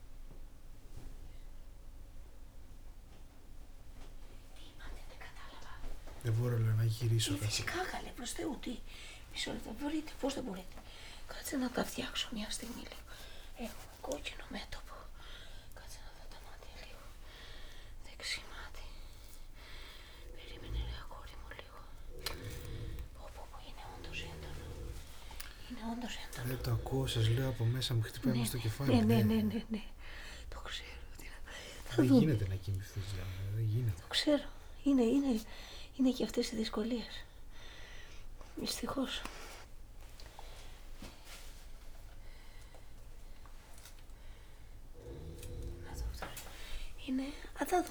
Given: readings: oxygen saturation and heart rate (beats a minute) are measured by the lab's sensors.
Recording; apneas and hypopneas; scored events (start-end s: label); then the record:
a person awake in a sleep study, by a room microphone; none
26.00-32.00 s: snoring (device-marked)
From the record:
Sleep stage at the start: awake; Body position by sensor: on the back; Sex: male